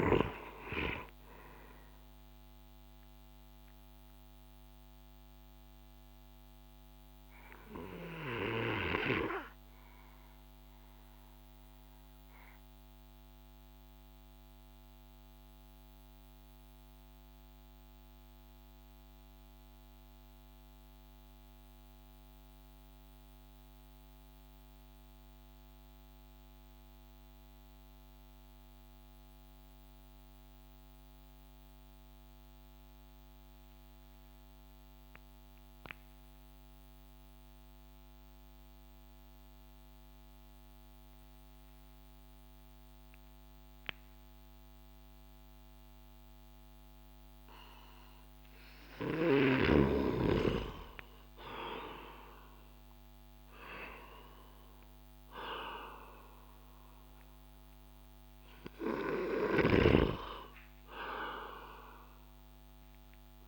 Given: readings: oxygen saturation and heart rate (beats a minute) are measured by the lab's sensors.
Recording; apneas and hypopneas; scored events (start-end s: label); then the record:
breathing in sleep by a microphone on the trachea; 1
0.00-16.00 s: oxygen desaturation (device-marked, oxygen 89% lowest)
11.50-47.50 s: mixed apnea (oxygen 95% before, 90% lowest)
50.00-54.00 s: arousal
From the record:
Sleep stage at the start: N2 (light sleep); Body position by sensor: on the back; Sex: male